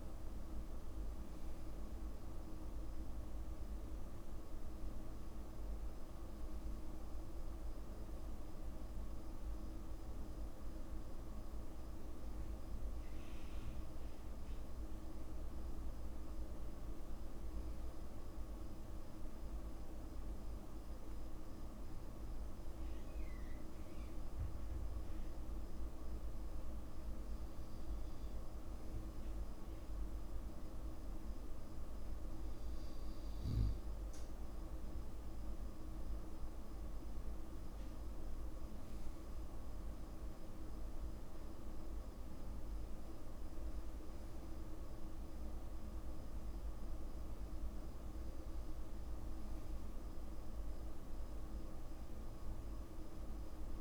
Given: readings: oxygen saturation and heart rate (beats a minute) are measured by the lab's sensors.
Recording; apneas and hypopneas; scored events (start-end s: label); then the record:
breathing in sleep, hard to hear, by a room microphone; none
none scored
From the record:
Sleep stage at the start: N2 (light sleep); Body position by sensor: on the back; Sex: male